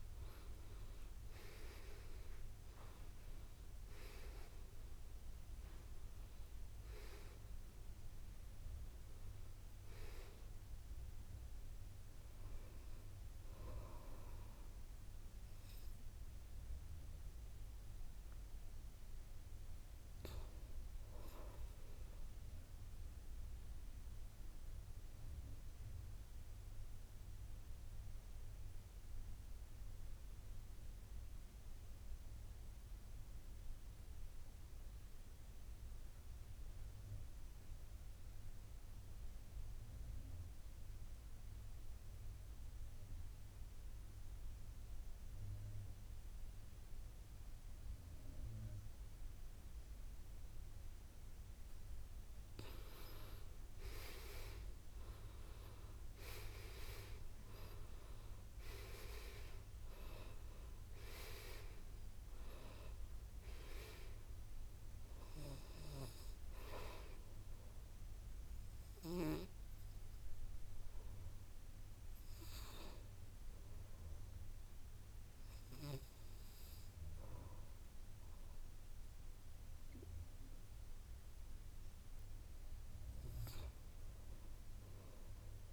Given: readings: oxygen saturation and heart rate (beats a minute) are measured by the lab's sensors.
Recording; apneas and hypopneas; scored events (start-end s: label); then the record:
breathing in sleep by a room microphone; 1
8.50-21.50 s: oxygen desaturation (device-marked, oxygen 92% before, 86% lowest, heart rate 65 before, 54 extreme)
22.50-52.00 s: obstructive apnea (oxygen 96% before, 81% lowest, heart rate 60 before, 54 extreme, up 10 after)
48.50-80.50 s: oxygen desaturation (device-marked, oxygen 98% before, 81% lowest, heart rate 58 before, 50 extreme)
54.50-58.00 s: arousal
From the record:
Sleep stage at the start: N2 (light sleep); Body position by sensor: on the back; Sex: male